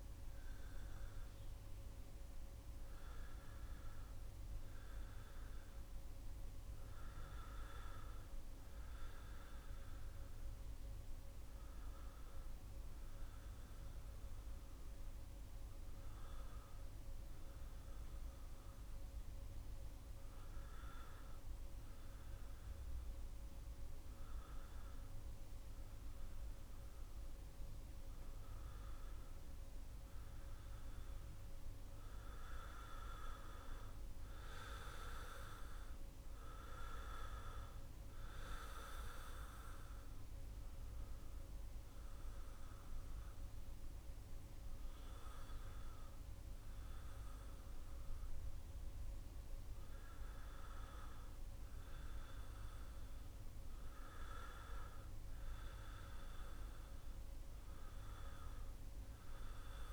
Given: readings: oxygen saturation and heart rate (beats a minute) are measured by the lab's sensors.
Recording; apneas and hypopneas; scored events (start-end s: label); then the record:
breathing in sleep by a room microphone; none
29.00-50.00 s: oxygen desaturation (device-marked, oxygen 94% before, 91% lowest, heart rate 77 before, 75 extreme)
From the record:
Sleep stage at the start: N1 (lightest sleep); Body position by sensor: on the back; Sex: male